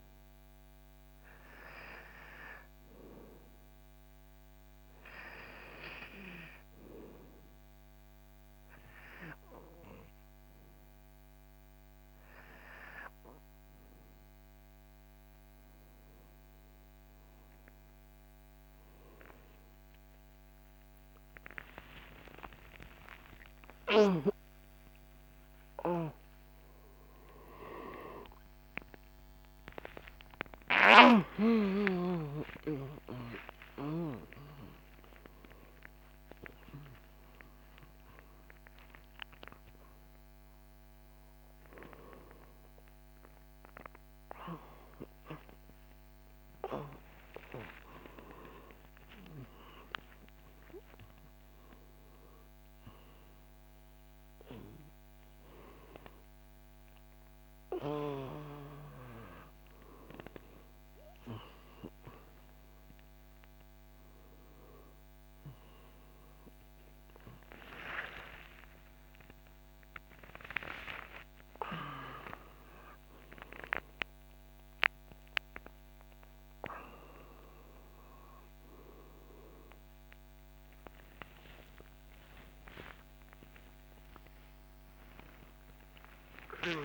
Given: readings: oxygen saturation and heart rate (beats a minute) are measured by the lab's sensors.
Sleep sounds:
a person awake in a sleep study, by a microphone on the trachea; none
7.50-86.84 s: new sleep stage, awake
From the record:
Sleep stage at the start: N2 (light sleep); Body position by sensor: on the back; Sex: male

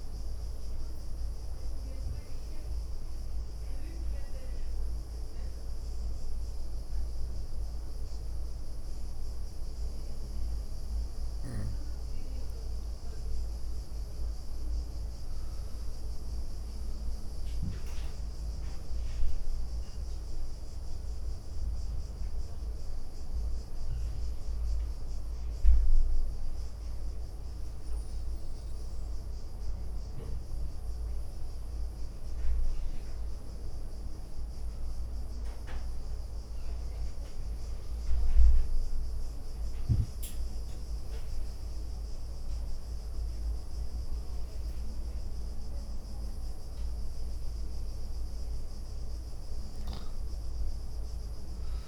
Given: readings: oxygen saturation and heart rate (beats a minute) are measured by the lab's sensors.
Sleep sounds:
breathing in sleep, hard to hear, by a room microphone; none
0.50-2.50 s: leg movement (device-marked)
4.50-11.00 s: leg movement (device-marked)
14.50-20.00 s: arousal
20.50-23.00 s: leg movement (device-marked)
23.50-30.00 s: leg movement (device-marked)
31.50-39.50 s: leg movement (device-marked)
42.50-47.50 s: leg movement (device-marked)
48.50-51.88 s: leg movement (device-marked)
From the record:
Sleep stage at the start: N2 (light sleep); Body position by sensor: on the right side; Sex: female

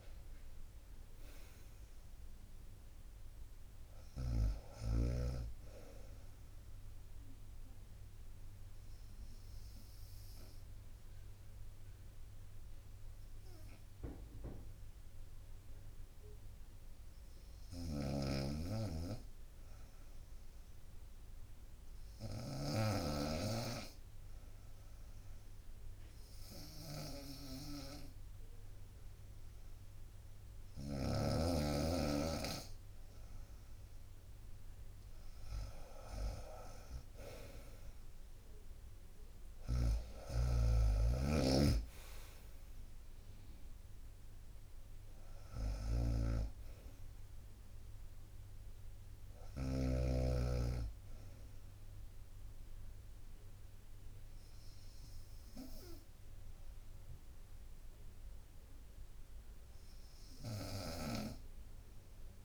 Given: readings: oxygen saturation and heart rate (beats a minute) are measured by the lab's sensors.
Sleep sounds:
breathing in sleep by a room microphone; 1
0.00-3.00 s: drop in pulse transit time (device-marked, heart rate 67 extreme)
10.00-30.50 s: hypopnea (oxygen 95% before, 92% lowest, heart rate 66 before, 63 extreme, up 2 after)
17.50-31.00 s: snoring (device-marked)
34.00-38.00 s: arousal
35.00-51.00 s: drop in pulse transit time (device-marked, heart rate 65 before, 65 extreme)
39.50-50.00 s: snoring (device-marked)
60.50-62.45 s: snoring (device-marked)
From the record:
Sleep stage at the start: N2 (light sleep); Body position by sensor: on the right side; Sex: female

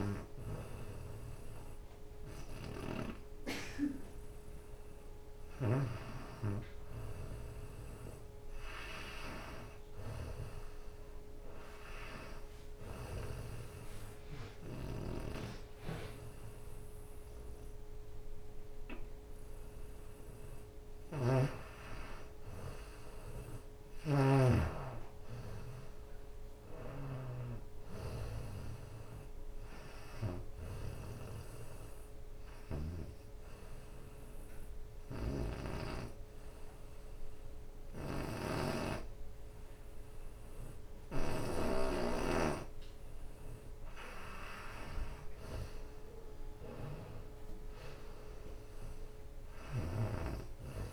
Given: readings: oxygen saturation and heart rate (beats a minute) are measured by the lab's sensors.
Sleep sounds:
breathing in sleep by a room microphone; 2
12.50-23.00 s: hypopnea (oxygen 92% before, 81% lowest, heart rate 78 before, 48 extreme, up 6 after)
15.50-24.50 s: oxygen desaturation (device-marked, oxygen 89% before, 86% lowest, heart rate 78 before, 48 extreme)
25.00-29.00 s: arousal
27.00-29.00 s: long interval between heartbeats (device-marked, heart rate 78 before, 80 extreme)
29.50-41.50 s: oxygen desaturation (device-marked, oxygen 91% before, 86% lowest, heart rate 78 before, 31 extreme)
30.00-32.00 s: long interval between heartbeats (device-marked, heart rate 78 before, 67 extreme)
31.50-33.50 s: bradycardia (device-marked, heart rate 75 before, 65 extreme)
32.50-43.50 s: hypopnea (oxygen 91% before, 81% lowest, heart rate 77 before, 31 extreme, up 9 after)
33.00-35.00 s: long interval between heartbeats (device-marked, heart rate 77 before, 65 extreme)
37.50-44.50 s: bradycardia (device-marked, heart rate 75 before, 49 extreme)
38.50-40.50 s: long interval between heartbeats (device-marked, heart rate 71 before, 67 extreme)
42.00-44.00 s: long interval between heartbeats (device-marked, heart rate 69 before, 58 extreme)
43.50-50.92 s: oxygen desaturation (device-marked, oxygen 92% before, 83% lowest, heart rate 67 before, 31 extreme)
44.50-46.50 s: long interval between heartbeats (device-marked, heart rate 66 before, 48 extreme)
44.50-50.92 s: drop in pulse transit time (device-marked, heart rate 66 before, 48 extreme)
45.00-49.50 s: arousal
47.50-49.50 s: long interval between heartbeats (device-marked, heart rate 62 before, 55 extreme)
49.50-50.92 s: bradycardia (device-marked, heart rate 75 before, 31 extreme)
From the record:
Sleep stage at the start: N2 (light sleep); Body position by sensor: on the right side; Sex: female

